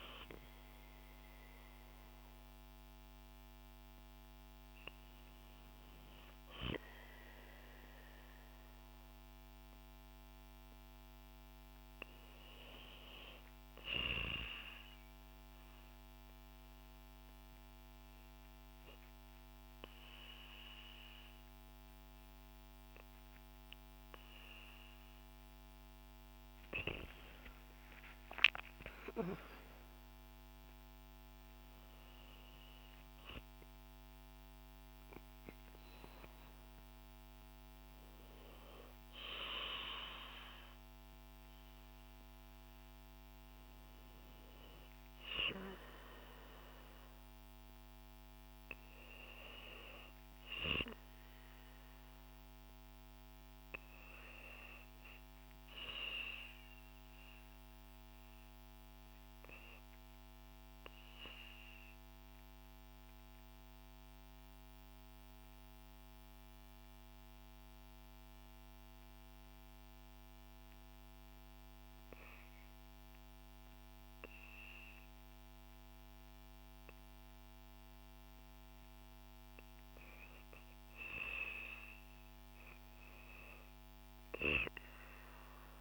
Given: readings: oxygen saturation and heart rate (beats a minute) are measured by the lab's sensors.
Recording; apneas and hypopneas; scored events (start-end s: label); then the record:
breathing in sleep by a microphone on the trachea; 2
14.00-26.00 s: obstructive apnea (oxygen 98% before, 93% lowest, heart rate 68 before, 57 extreme, up 7 after)
26.00-29.50 s: arousal
32.50-48.50 s: oxygen desaturation (device-marked, oxygen 97% before, 93% lowest, heart rate 63 before, 57 extreme)
60.00-78.50 s: obstructive apnea (oxygen 96% before, 89% lowest, heart rate 58 before, 58 extreme, up 3 after)
80.50-85.00 s: arousal
80.50-85.81 s: oxygen desaturation (device-marked, oxygen 95% before, 89% lowest, heart rate 60 before, 63 extreme)
From the record:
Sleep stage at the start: REM sleep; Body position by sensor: on the back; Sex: female